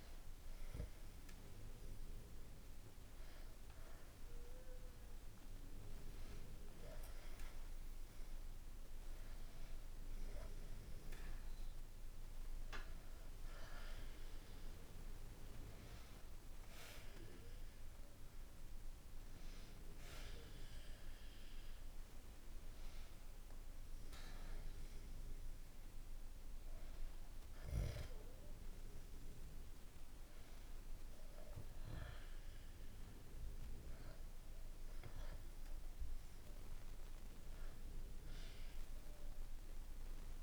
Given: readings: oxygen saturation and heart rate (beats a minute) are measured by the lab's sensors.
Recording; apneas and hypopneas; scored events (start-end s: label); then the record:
breathing in sleep by a room microphone; none
none scored
From the record:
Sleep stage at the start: N1 (lightest sleep); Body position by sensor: on the back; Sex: male